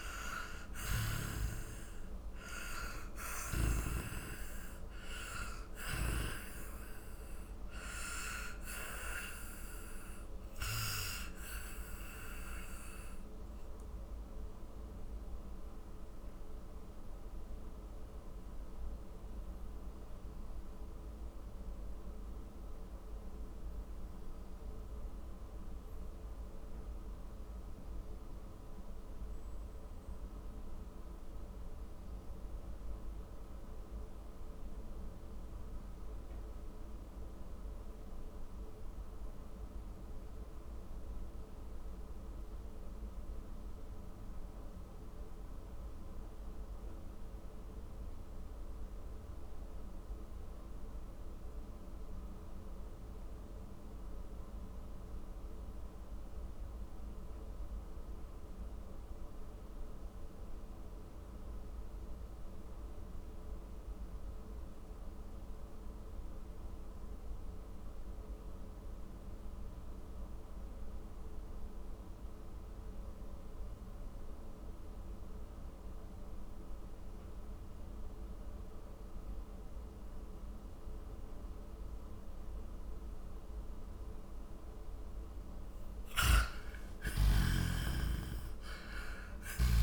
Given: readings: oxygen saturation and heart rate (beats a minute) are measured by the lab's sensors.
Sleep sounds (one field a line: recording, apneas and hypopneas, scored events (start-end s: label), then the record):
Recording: breathing in sleep by a room microphone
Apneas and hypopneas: 1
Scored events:
8.00-85.50 s: mixed apnea (oxygen 97% before, 83% lowest, heart rate 70 before, 39 extreme, up 30 after)
15.00-39.00 s: oxygen desaturation (device-marked, oxygen 95% before, 86% lowest, heart rate 71 before, 39 extreme)
72.00-89.83 s: oxygen desaturation (device-marked, oxygen 97% before, 83% lowest, heart rate 50 before, 45 extreme)
85.50-89.50 s: snoring (device-marked)
86.50-89.83 s: arousal
From the record:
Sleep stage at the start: N2 (light sleep)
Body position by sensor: on the back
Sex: male